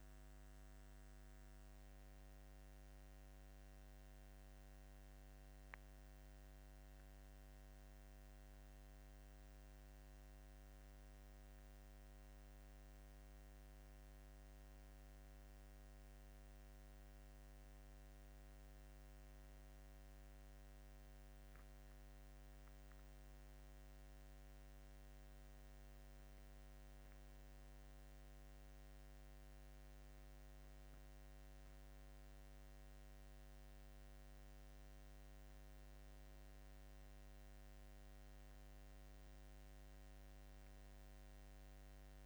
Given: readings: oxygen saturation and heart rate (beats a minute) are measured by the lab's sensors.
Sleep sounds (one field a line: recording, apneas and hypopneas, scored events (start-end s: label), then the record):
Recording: breathing in sleep, hard to hear, by a microphone on the trachea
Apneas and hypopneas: 1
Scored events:
14.50-27.00 s: hypopnea (oxygen 97% before, 93% lowest, heart rate 77 before, 75 extreme, up 4 after)
29.00-31.50 s: arousal
31.00-41.00 s: oxygen desaturation (device-marked, oxygen 97% before, 93% lowest, heart rate 78 before, 75 extreme)
From the record:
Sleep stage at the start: N2 (light sleep)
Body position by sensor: on the back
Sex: male